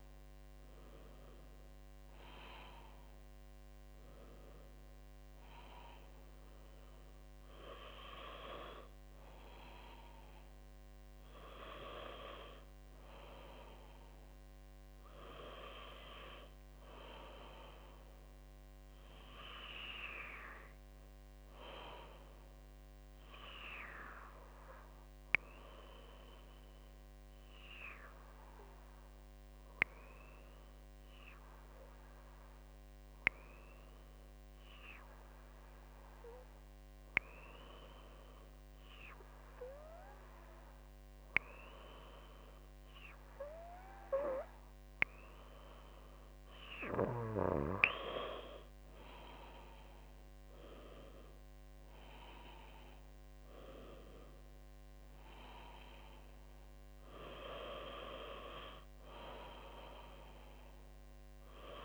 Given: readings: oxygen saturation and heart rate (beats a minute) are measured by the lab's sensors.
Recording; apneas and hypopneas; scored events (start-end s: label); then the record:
breathing in sleep by a microphone on the trachea; 1
23.00-44.50 s: hypopnea (oxygen 97% before, 95% lowest, heart rate 54 before, 51 extreme, up 5 after)
47.50-51.00 s: arousal
From the record:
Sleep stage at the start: N2 (light sleep); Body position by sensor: on the back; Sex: female